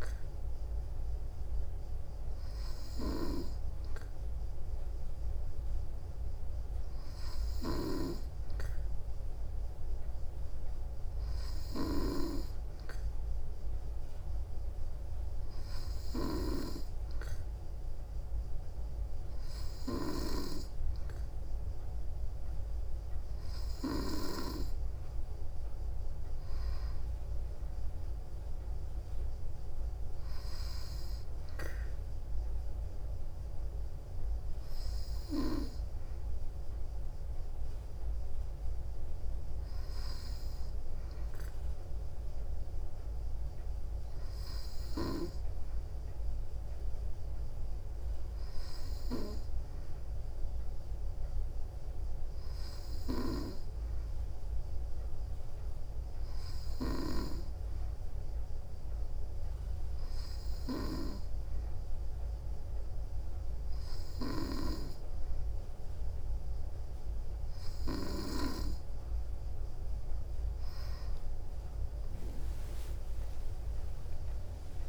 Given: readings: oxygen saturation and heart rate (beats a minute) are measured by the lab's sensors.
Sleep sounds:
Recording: breathing in sleep by a room microphone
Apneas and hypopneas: none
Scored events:
73.00-74.89 s: arousal
From the record:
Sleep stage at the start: N2 (light sleep)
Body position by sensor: on the back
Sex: female

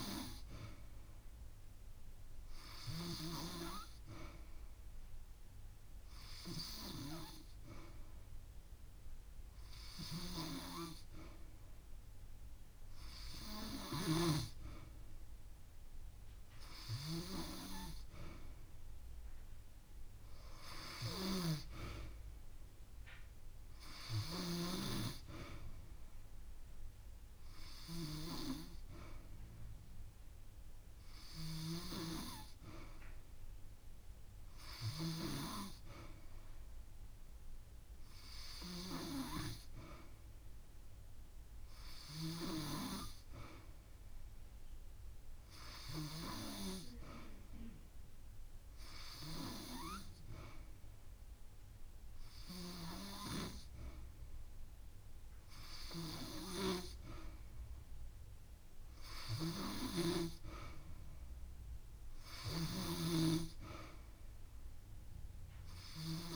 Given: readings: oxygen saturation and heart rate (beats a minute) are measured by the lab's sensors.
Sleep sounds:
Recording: breathing in sleep by a room microphone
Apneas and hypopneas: none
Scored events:
20.00-22.00 s: long interval between heartbeats (device-marked)
23.00-25.00 s: long interval between heartbeats (device-marked)
29.50-31.50 s: long interval between heartbeats (device-marked)
47.50-49.50 s: long interval between heartbeats (device-marked)
53.00-55.00 s: long interval between heartbeats (device-marked)
53.00-57.00 s: drop in pulse transit time (device-marked)
55.50-57.50 s: long interval between heartbeats (device-marked)
59.00-63.00 s: drop in pulse transit time (device-marked)
From the record:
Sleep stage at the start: N2 (light sleep)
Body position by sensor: on the back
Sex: female

